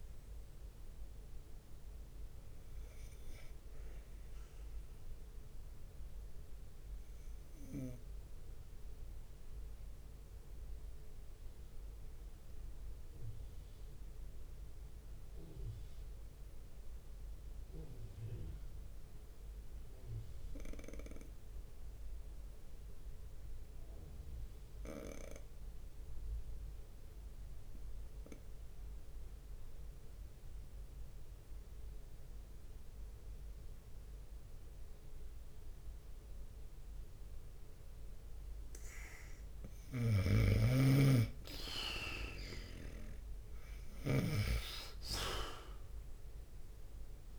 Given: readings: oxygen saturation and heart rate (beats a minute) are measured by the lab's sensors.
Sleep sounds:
breathing in sleep by a room microphone; 1
0.00-13.50 s: oxygen desaturation (device-marked, oxygen 90% lowest)
0.00-47.39 s: bradycardia (device-marked)
1.50-3.50 s: long interval between heartbeats (device-marked)
10.00-37.00 s: obstructive apnea (oxygen 95% before, 91% lowest)
16.00-18.00 s: long interval between heartbeats (device-marked)
31.50-33.50 s: long interval between heartbeats (device-marked)
37.50-41.50 s: arousal
39.50-47.39 s: oxygen desaturation (device-marked, oxygen 98% before, 93% lowest)
40.00-44.50 s: snoring (device-marked)
From the record:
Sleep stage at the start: N2 (light sleep); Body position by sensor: on the right side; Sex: male

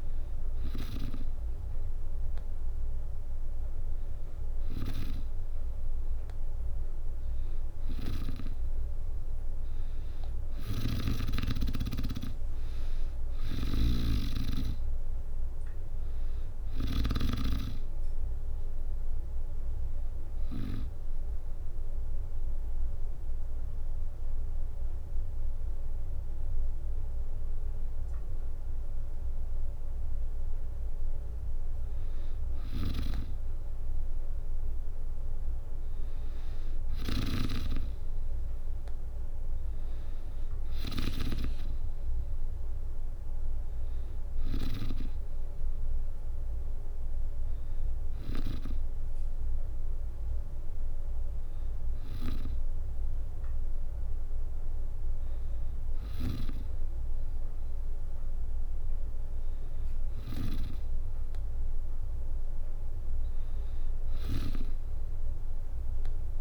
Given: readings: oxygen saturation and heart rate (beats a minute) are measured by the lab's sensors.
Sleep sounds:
breathing in sleep by a room microphone; 1
0.00-16.50 s: snoring (device-marked)
9.50-23.50 s: drop in pulse transit time (device-marked, heart rate 66 before, 63 extreme)
12.00-15.00 s: arousal
19.00-30.00 s: hypopnea (oxygen 95% before, 92% lowest, heart rate 68 before, 60 extreme, up 6 after)
32.00-41.00 s: snoring (device-marked)
32.50-35.00 s: arousal
39.50-51.50 s: oxygen desaturation (device-marked, oxygen 96% before, 92% lowest, heart rate 63 before, 65 extreme)
55.50-60.00 s: snoring (device-marked)
From the record:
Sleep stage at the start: N2 (light sleep); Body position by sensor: on the back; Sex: female

